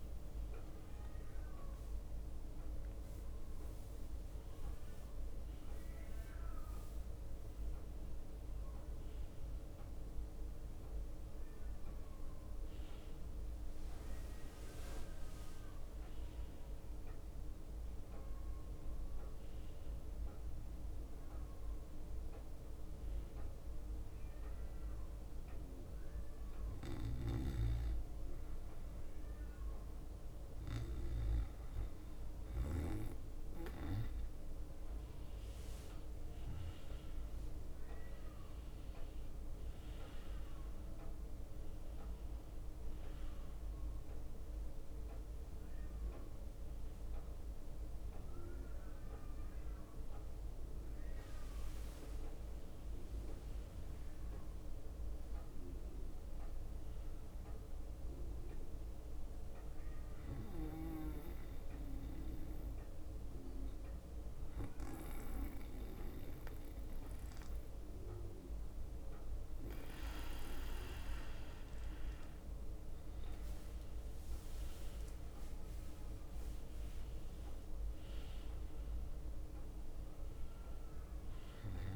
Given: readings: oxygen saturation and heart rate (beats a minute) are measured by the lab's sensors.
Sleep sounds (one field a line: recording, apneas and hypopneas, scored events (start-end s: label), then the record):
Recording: breathing in sleep by a room microphone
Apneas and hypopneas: 2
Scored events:
0.00-1.50 s: long interval between heartbeats (device-marked, heart rate 76 extreme)
0.00-2.50 s: leg movement (device-marked)
3.50-8.50 s: leg movement (device-marked)
9.00-10.00 s: leg movement (device-marked)
13.00-18.50 s: leg movement (device-marked)
15.00-19.50 s: arousal
23.50-34.50 s: hypopnea (oxygen 97% before, 93% lowest, heart rate 69 before, 61 extreme, up 7 after)
32.00-36.50 s: leg movement (device-marked)
36.50-40.00 s: leg movement (device-marked)
37.50-51.50 s: oxygen desaturation (device-marked, oxygen 96% before, 93% lowest, heart rate 64 before, 62 extreme)
41.50-50.00 s: leg movement (device-marked)
43.50-81.96 s: new sleep stage, N2 (light sleep)
44.00-49.50 s: arousal
50.50-58.00 s: leg movement (device-marked)
61.00-72.00 s: hypopnea (oxygen 97% before, 94% lowest, heart rate 66 before, 61 extreme, up 6 after)
73.00-75.00 s: leg movement (device-marked)
74.50-79.50 s: arousal
77.00-81.50 s: leg movement (device-marked)
From the record:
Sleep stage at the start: N1 (lightest sleep)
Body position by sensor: on the back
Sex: male